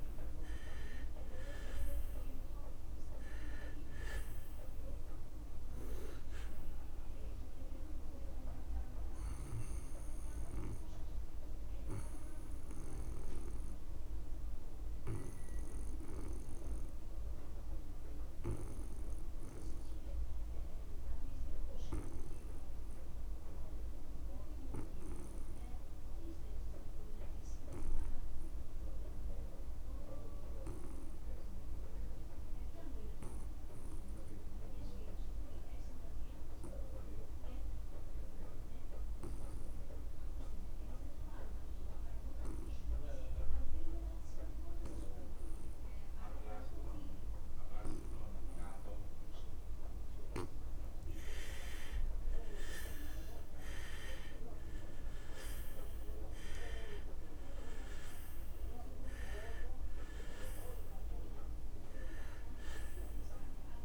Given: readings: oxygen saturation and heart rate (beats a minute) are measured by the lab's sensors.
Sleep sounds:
breathing in sleep by a room microphone; 1
0.00-27.50 s: oxygen desaturation (device-marked, oxygen 80% lowest)
9.50-51.50 s: obstructive apnea (oxygen 100% before, 78% lowest)
41.50-63.85 s: oxygen desaturation (device-marked, oxygen 99% before, 78% lowest)
53.50-56.50 s: arousal
From the record:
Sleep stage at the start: N2 (light sleep); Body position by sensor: on the back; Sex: male

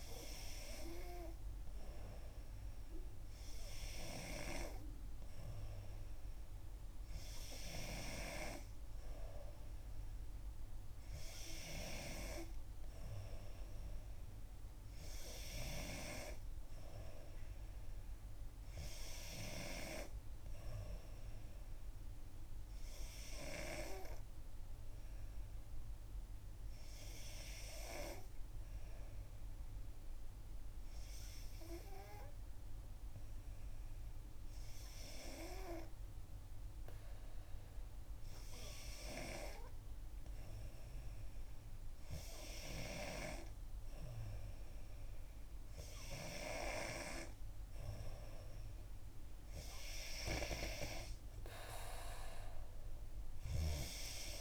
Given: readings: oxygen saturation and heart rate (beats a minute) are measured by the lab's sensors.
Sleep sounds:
breathing in sleep by a room microphone; 1
20.00-23.50 s: arousal
25.50-27.50 s: long interval between heartbeats (device-marked, heart rate 64 before, 67 extreme)
29.00-40.50 s: hypopnea (oxygen 92% before, 89% lowest, heart rate 65 before, 63 extreme, up 6 after)
42.00-45.50 s: arousal
From the record:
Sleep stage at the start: N2 (light sleep); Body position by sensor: on the back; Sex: female

